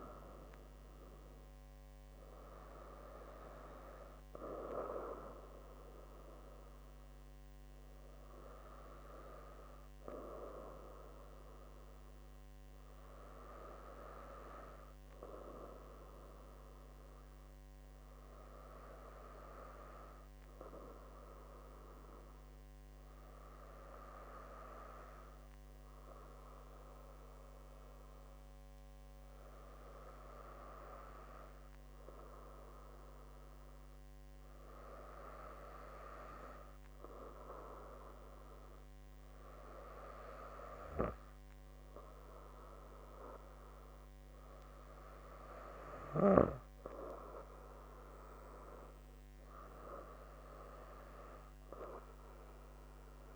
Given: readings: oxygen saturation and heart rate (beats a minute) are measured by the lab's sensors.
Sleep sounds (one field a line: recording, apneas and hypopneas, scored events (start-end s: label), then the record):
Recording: breathing in sleep by a microphone on the trachea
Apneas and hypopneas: none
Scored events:
none scored
From the record:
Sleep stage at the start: N2 (light sleep)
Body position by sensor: on the right side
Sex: female